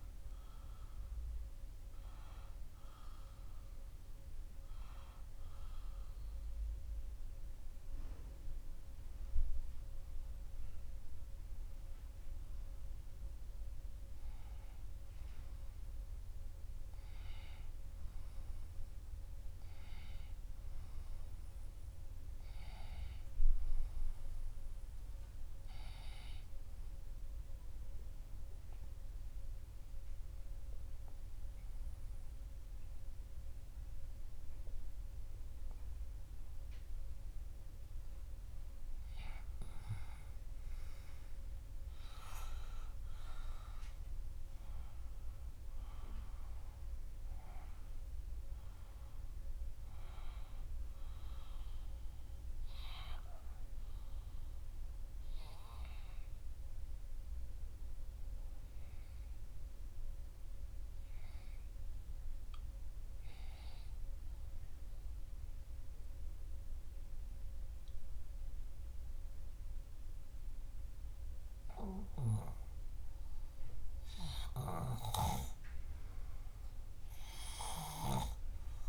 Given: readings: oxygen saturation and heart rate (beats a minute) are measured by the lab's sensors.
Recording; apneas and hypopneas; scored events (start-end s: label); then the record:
a person partly awake in a sleep study, by a room microphone; 2
2.00-78.89 s: new sleep stage, N2 (light sleep)
25.00-36.00 s: oxygen desaturation (device-marked, oxygen 100% before, 96% lowest, heart rate 69 before, 63 extreme)
27.50-39.50 s: obstructive apnea (oxygen 100% before, 93% lowest, heart rate 69 before, 63 extreme, up 2 after)
41.00-45.50 s: arousal
49.00-64.00 s: oxygen desaturation (device-marked, oxygen 97% before, 93% lowest, heart rate 66 before, 62 extreme)
60.00-73.50 s: hypopnea (oxygen 97% before, 93% lowest, heart rate 67 before, 62 extreme)
76.00-78.89 s: arousal
From the record:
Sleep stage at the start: awake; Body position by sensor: on the back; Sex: male